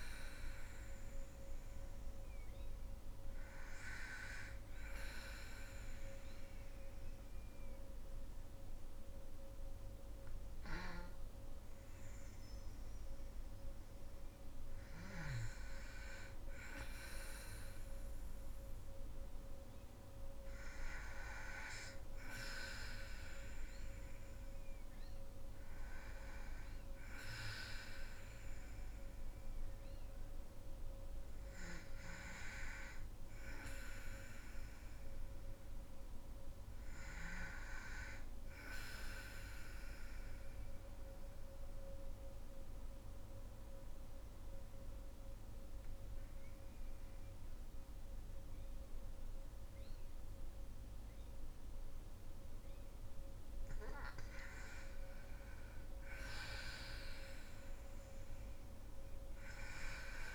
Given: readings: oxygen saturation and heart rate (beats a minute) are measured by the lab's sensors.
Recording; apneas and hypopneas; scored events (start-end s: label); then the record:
breathing in sleep by a room microphone; 2
0.00-4.50 s: oxygen desaturation (device-marked, oxygen 91% lowest, heart rate 55 extreme)
5.00-15.50 s: obstructive apnea (oxygen 97% before, 91% lowest, heart rate 74 before, 53 extreme, up 2 after)
17.00-20.50 s: arousal
39.50-54.00 s: obstructive apnea (oxygen 99% before, 91% lowest, heart rate 56 before, 51 extreme, up 9 after)
55.50-60.35 s: oxygen desaturation (device-marked, oxygen 97% before, 91% lowest, heart rate 53 before, 54 extreme)
From the record:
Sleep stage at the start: N2 (light sleep); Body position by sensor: on the back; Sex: female